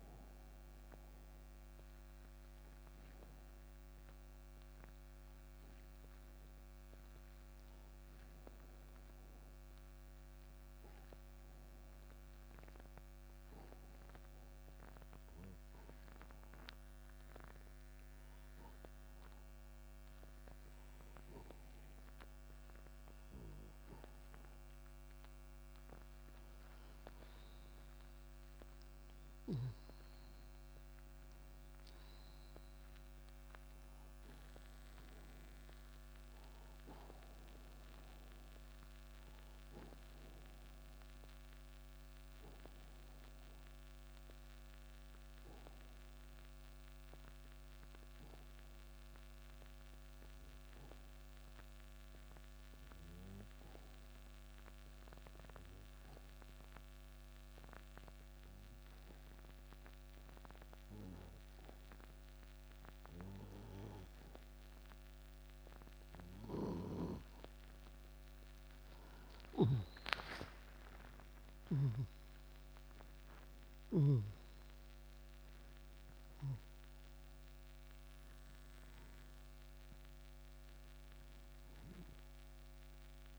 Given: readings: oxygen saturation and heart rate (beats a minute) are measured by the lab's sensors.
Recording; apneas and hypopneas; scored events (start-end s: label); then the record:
breathing in sleep by a microphone on the trachea; 2
0.00-22.50 s: oxygen desaturation (device-marked, oxygen 89% lowest, heart rate 85 extreme)
10.50-25.50 s: obstructive apnea (oxygen 95% before, 89% lowest, heart rate 121 before, 87 extreme, up 17 after)
29.50-34.50 s: arousal
41.00-66.00 s: obstructive apnea (oxygen 98% before, 87% lowest, heart rate 111 before, 78 extreme, up 56 after)
69.50-74.50 s: snoring (device-marked)
71.50-76.50 s: arousal
77.50-83.39 s: oxygen desaturation (device-marked, oxygen 96% before, 87% lowest, heart rate 142 before, 44 extreme)
From the record:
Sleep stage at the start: N2 (light sleep); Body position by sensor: on the right side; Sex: male